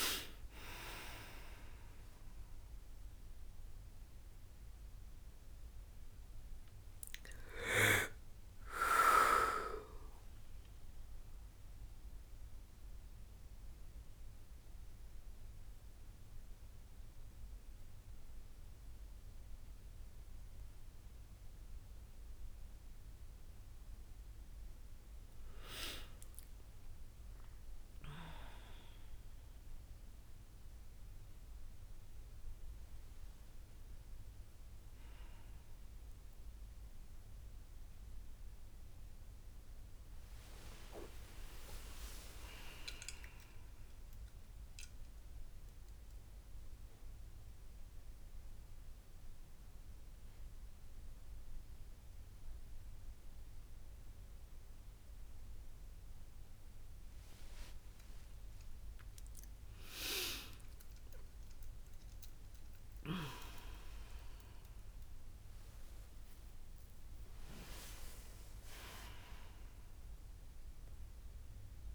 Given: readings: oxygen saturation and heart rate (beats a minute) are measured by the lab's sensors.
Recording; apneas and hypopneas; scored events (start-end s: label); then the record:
a person awake in a sleep study, by a room microphone; none
42.50-44.50 s: long interval between heartbeats (device-marked, heart rate 61 before, 70 extreme)
64.00-71.95 s: oxygen desaturation (device-marked, oxygen 99% before, 95% lowest, heart rate 66 before, 55 extreme)
From the record:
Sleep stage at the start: awake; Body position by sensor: on the back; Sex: female